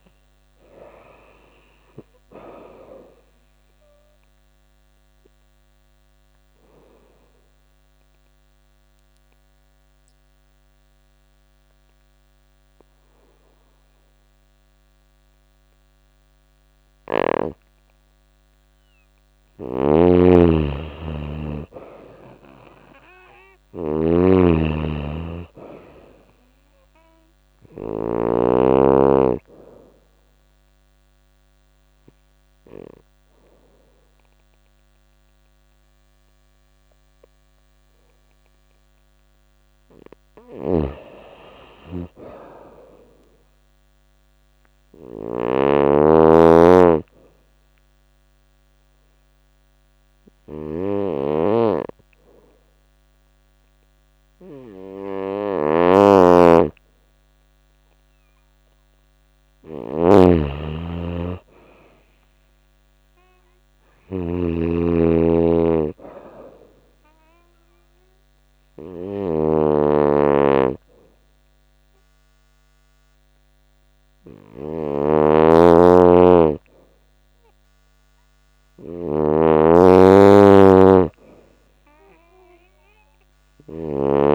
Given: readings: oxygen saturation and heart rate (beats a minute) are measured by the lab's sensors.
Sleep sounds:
breathing in sleep by a microphone on the trachea; 3
0.00-1.00 s: arousal
3.50-18.00 s: obstructive apnea (oxygen 98% before, 87% lowest, heart rate 83 before, 82 extreme, up 1 after)
3.50-20.50 s: oxygen desaturation (device-marked, oxygen 98% before, 87% lowest, heart rate 83 before, 82 extreme)
19.00-27.50 s: snoring (device-marked)
20.50-24.00 s: arousal
27.00-39.50 s: obstructive apnea (oxygen 98% before, 88% lowest, heart rate 83 before, 82 extreme, up 3 after)
29.50-42.50 s: oxygen desaturation (device-marked, oxygen 98% before, 88% lowest, heart rate 83 before, 82 extreme)
40.00-84.35 s: snoring (device-marked)
40.50-43.50 s: arousal
47.50-57.50 s: obstructive apnea (oxygen 98% before, 89% lowest, heart rate 84 before, 83 extreme, up 3 after)
54.50-61.50 s: oxygen desaturation (device-marked, oxygen 97% before, 91% lowest, heart rate 84 before, 83 extreme)
60.00-64.00 s: arousal
66.50-82.50 s: oxygen desaturation (device-marked, oxygen 96% before, 89% lowest, heart rate 84 before, 83 extreme)
From the record:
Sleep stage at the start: N2 (light sleep); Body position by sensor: on the right side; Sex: female

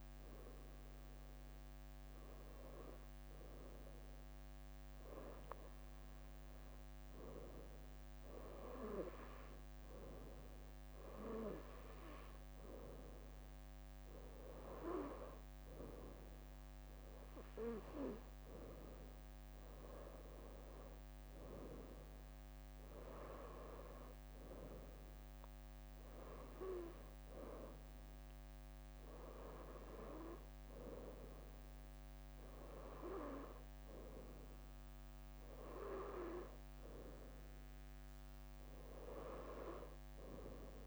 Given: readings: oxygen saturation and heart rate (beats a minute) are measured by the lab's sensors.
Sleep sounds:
breathing in sleep by a microphone on the trachea; none
0.00-1.00 s: leg movement (device-marked)
2.00-3.50 s: leg movement (device-marked)
5.00-7.50 s: leg movement (device-marked)
8.00-10.00 s: leg movement (device-marked)
38.50-40.50 s: leg movement (device-marked)
From the record:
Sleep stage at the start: N2 (light sleep); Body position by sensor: on the right side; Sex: female

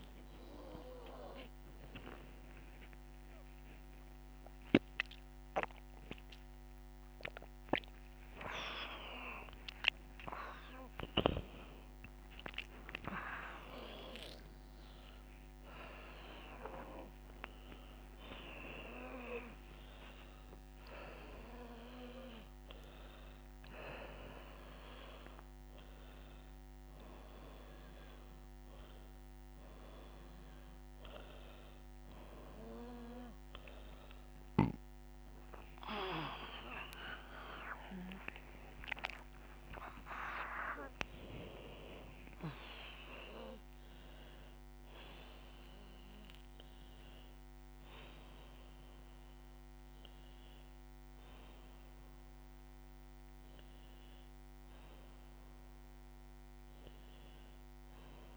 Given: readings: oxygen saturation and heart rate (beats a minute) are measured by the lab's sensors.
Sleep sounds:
a person awake in a sleep study, by a microphone on the trachea; none
0.00-3.00 s: drop in pulse transit time (device-marked, heart rate 95 extreme)
11.50-13.50 s: long interval between heartbeats (device-marked, heart rate 107 before, 125 extreme)
12.00-23.00 s: drop in pulse transit time (device-marked, heart rate 108 before, 116 extreme)
15.00-17.00 s: long interval between heartbeats (device-marked, heart rate 111 before, 146 extreme)
19.50-21.50 s: long interval between heartbeats (device-marked, heart rate 117 before, 139 extreme)
22.00-24.00 s: long interval between heartbeats (device-marked, heart rate 122 before, 116 extreme)
28.50-30.50 s: long interval between heartbeats (device-marked, heart rate 123 before, 102 extreme)
34.00-36.00 s: long interval between heartbeats (device-marked, heart rate 120 before, 109 extreme)
36.50-38.50 s: long interval between heartbeats (device-marked, heart rate 117 before, 121 extreme)
38.50-40.50 s: long interval between heartbeats (device-marked, heart rate 115 before, 134 extreme)
From the record:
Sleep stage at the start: awake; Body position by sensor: upright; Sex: female

